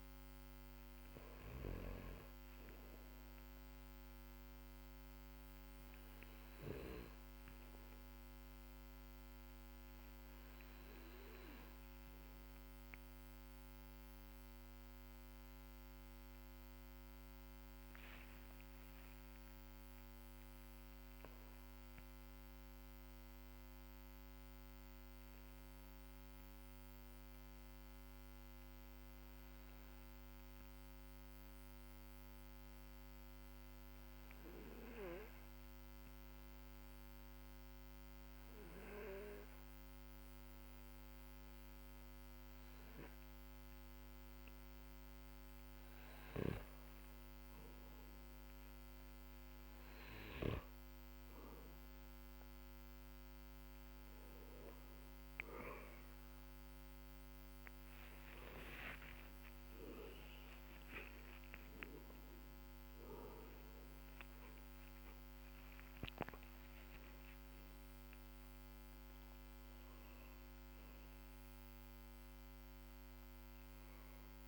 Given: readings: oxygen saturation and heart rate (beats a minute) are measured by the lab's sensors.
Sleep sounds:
a person partly awake in a sleep study, by a microphone on the trachea; 1
0.00-14.00 s: oxygen desaturation (device-marked, oxygen 93% lowest, heart rate 43 extreme)
3.00-45.00 s: obstructive apnea (oxygen 98% before, 92% lowest, heart rate 50 before, 43 extreme, up 12 after)
46.00-74.48 s: oxygen desaturation (device-marked, oxygen 99% before, 92% lowest, heart rate 46 before, 41 extreme)
52.00-74.48 s: new sleep stage, awake
From the record:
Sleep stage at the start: N2 (light sleep); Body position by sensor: on the back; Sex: male

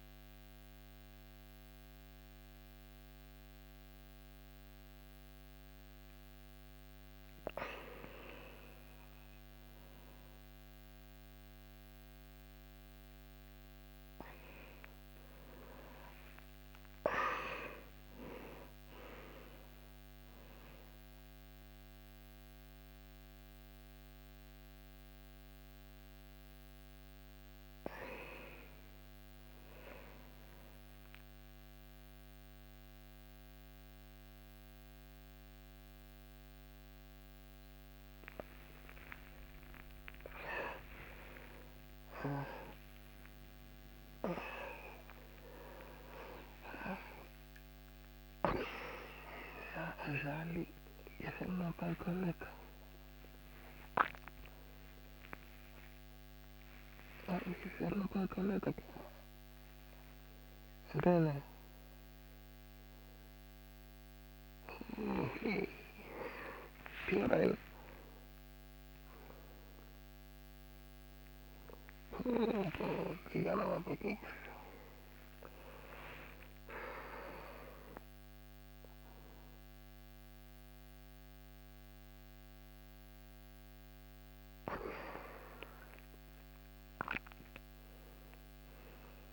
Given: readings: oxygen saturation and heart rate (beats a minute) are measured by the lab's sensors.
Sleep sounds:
a person awake in a sleep study, by a microphone on the trachea; none
13.00-73.00 s: new sleep stage, awake
73.00-89.33 s: new sleep stage, N2 (light sleep)
From the record:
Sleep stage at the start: N3 (deep sleep); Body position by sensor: on the back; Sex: male

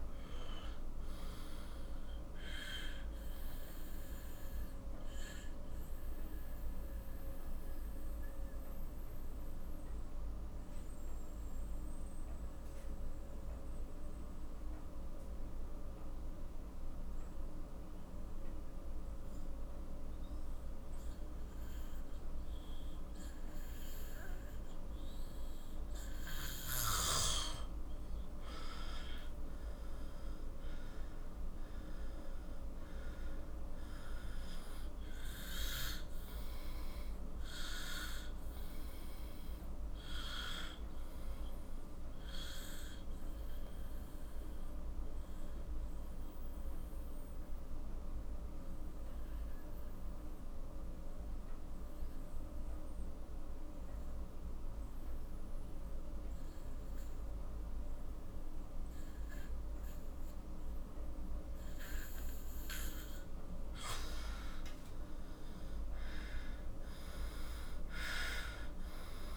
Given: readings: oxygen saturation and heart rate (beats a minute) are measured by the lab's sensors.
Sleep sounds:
breathing in sleep by a room microphone; 2
0.00-10.00 s: oxygen desaturation (device-marked, oxygen 90% lowest, heart rate 40 extreme)
4.00-28.00 s: mixed apnea (oxygen 97% before, 89% lowest, heart rate 56 before, 41 extreme, up 13 after)
30.00-33.00 s: arousal
35.00-53.00 s: oxygen desaturation (device-marked, oxygen 98% before, 89% lowest, heart rate 51 before, 43 extreme)
43.00-62.00 s: obstructive apnea (oxygen 98% before, 89% lowest, heart rate 55 before, 42 extreme, up 15 after)
62.00-66.00 s: arousal
65.00-69.36 s: oxygen desaturation (device-marked, oxygen 97% before, 89% lowest, heart rate 47 before, 42 extreme)
From the record:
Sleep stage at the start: N2 (light sleep); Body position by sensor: on the back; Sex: male

